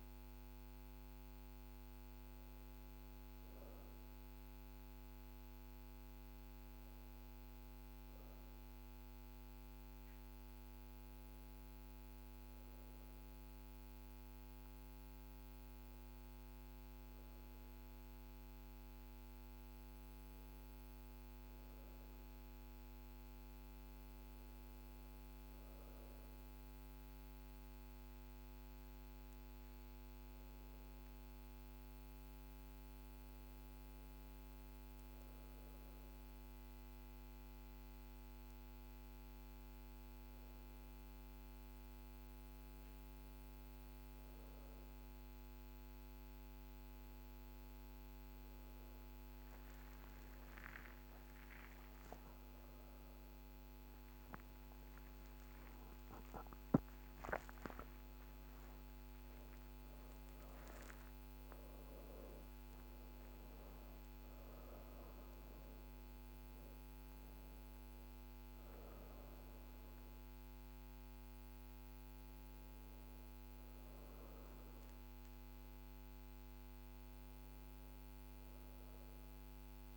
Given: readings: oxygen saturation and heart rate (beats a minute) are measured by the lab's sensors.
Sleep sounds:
a person partly awake in a sleep study, hard to hear, by a microphone on the trachea; none
41.50-79.97 s: new sleep stage, awake
From the record:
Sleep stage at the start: REM sleep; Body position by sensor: on the back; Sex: female

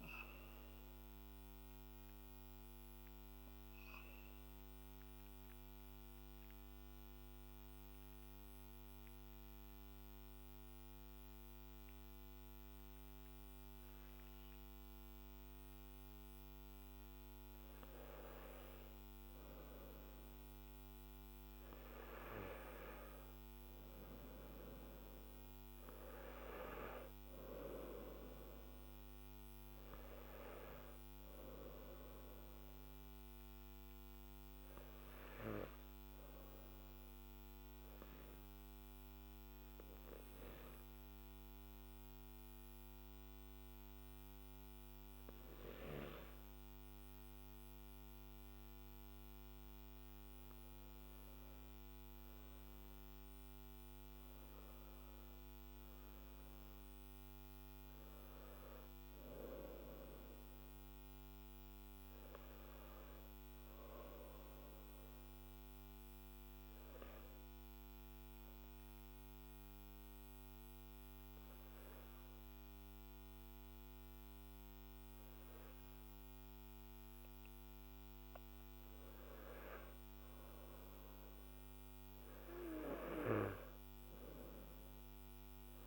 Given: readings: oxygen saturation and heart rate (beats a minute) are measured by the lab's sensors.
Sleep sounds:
breathing in sleep by a microphone on the trachea; 3
0.00-3.00 s: oxygen desaturation (device-marked, oxygen 89% lowest, heart rate 47 extreme)
3.50-18.00 s: mixed apnea (oxygen 98% before, 90% lowest, heart rate 68 before, 47 extreme, up 7 after)
25.00-43.00 s: oxygen desaturation (device-marked, oxygen 98% before, 94% lowest, heart rate 50 before, 49 extreme)
32.50-49.50 s: obstructive apnea (oxygen 98% before, 93% lowest, heart rate 52 before, 52 extreme, up 8 after)
33.00-85.87 s: new sleep stage, N1 (lightest sleep)
56.00-68.00 s: oxygen desaturation (device-marked, oxygen 97% before, 94% lowest, heart rate 56 before, 54 extreme)
64.00-79.00 s: obstructive apnea (oxygen 97% before, 93% lowest, heart rate 57 before, 51 extreme, up 9 after)
From the record:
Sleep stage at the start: N3 (deep sleep); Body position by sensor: on the back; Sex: male

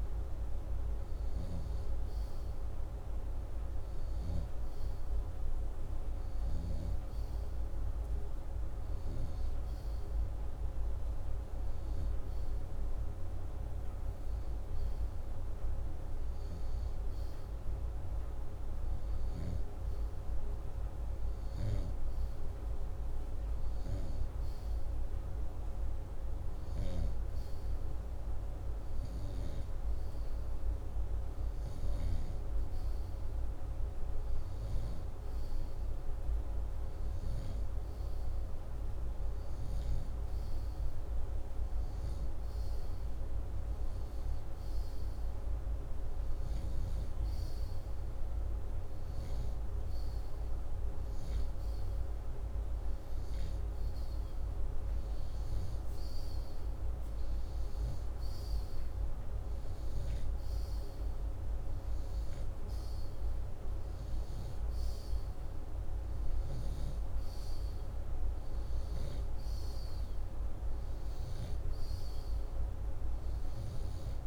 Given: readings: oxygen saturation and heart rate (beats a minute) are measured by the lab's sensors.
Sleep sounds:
breathing in sleep, hard to hear, by a room microphone; none
none scored
From the record:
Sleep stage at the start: N2 (light sleep); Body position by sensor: upright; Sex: male

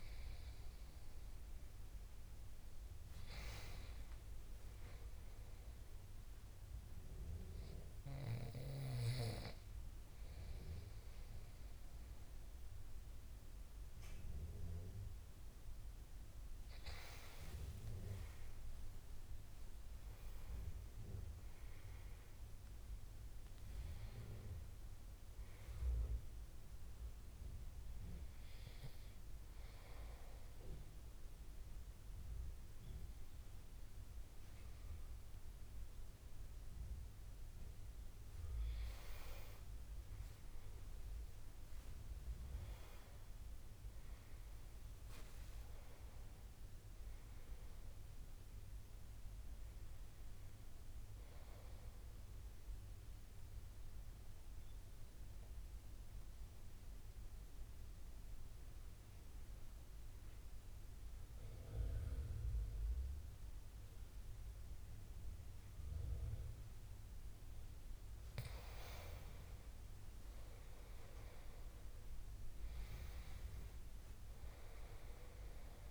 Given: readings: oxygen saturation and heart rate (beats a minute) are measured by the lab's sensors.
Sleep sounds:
breathing in sleep by a room microphone; 1
0.00-8.50 s: oxygen desaturation (device-marked, oxygen 91% lowest, heart rate 67 extreme)
15.50-20.50 s: arousal
25.50-38.50 s: oxygen desaturation (device-marked, oxygen 97% before, 94% lowest, heart rate 76 before, 73 extreme)
41.00-45.00 s: arousal
48.50-62.50 s: oxygen desaturation (device-marked, oxygen 97% before, 94% lowest, heart rate 80 before, 73 extreme)
54.00-68.00 s: central apnea (oxygen 97% before, 88% lowest, heart rate 80 before, 72 extreme, up 10 after)
70.00-74.00 s: arousal
73.50-75.91 s: oxygen desaturation (device-marked, oxygen 97% before, 88% lowest, heart rate 77 before, 72 extreme)
From the record:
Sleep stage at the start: N2 (light sleep); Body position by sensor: on the right side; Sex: male

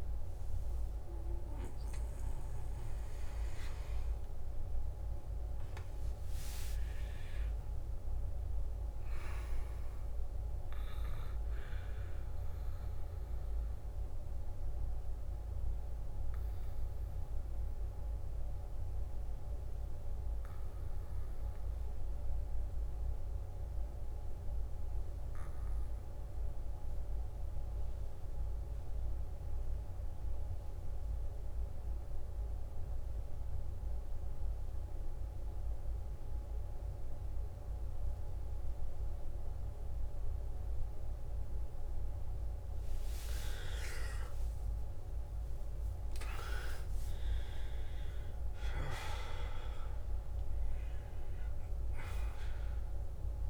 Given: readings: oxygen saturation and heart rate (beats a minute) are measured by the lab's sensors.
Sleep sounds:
breathing in sleep by a room microphone; 1
0.00-14.00 s: oxygen desaturation (device-marked, oxygen 87% lowest, heart rate 54 extreme)
15.00-53.49 s: new sleep stage, N2 (light sleep)
16.00-42.50 s: obstructive apnea (oxygen 98% before, 88% lowest, heart rate 65 before, 55 extreme, up 15 after)
38.00-53.49 s: oxygen desaturation (device-marked, oxygen 98% before, 88% lowest, heart rate 56 before, 52 extreme)
43.50-47.50 s: arousal
From the record:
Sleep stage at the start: N1 (lightest sleep); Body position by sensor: on the back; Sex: male

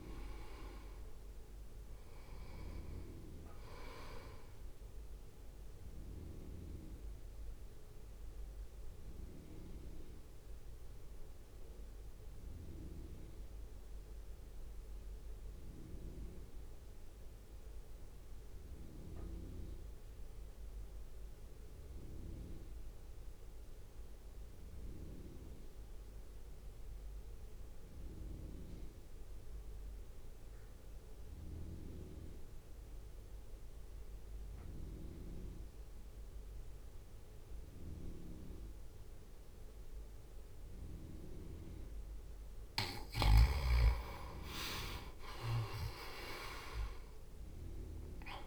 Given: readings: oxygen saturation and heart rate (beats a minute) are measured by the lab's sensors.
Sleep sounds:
breathing in sleep by a room microphone; 1
0.00-3.50 s: arousal
0.00-23.50 s: oxygen desaturation (device-marked, oxygen 88% lowest, heart rate 53 extreme)
7.50-41.00 s: mixed apnea (oxygen 97% before, 86% lowest, heart rate 60 before, 55 extreme, up 7 after)
37.50-48.47 s: oxygen desaturation (device-marked, oxygen 98% before, 86% lowest, heart rate 61 before, 55 extreme)
From the record:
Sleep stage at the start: N2 (light sleep); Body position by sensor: on the right side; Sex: male

